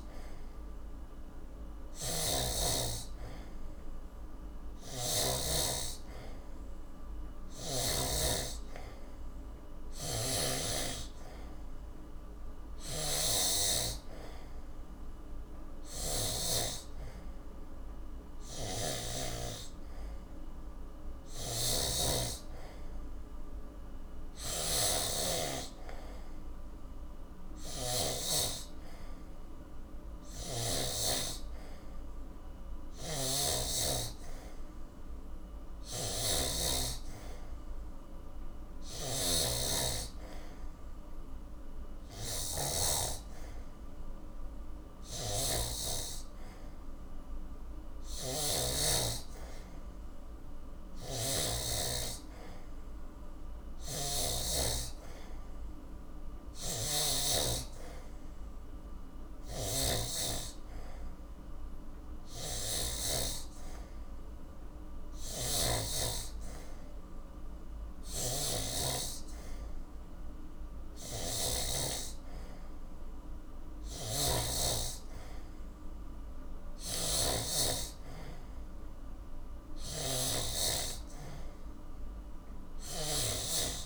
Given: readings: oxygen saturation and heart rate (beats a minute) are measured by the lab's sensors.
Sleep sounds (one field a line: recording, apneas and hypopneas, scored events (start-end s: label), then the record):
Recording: breathing in sleep by a room microphone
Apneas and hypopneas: none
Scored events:
0.00-2.50 s: snoring (device-marked)
4.50-8.00 s: snoring (device-marked)
10.00-14.00 s: snoring (device-marked)
11.00-20.00 s: oxygen desaturation (device-marked, oxygen 92% before, 89% lowest, heart rate 74 before, 69 extreme)
18.50-28.00 s: snoring (device-marked)
30.00-51.50 s: snoring (device-marked)
53.50-71.50 s: snoring (device-marked)
73.50-77.50 s: snoring (device-marked)
79.50-83.50 s: snoring (device-marked)
From the record:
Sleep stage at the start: N3 (deep sleep)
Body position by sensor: on the back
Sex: male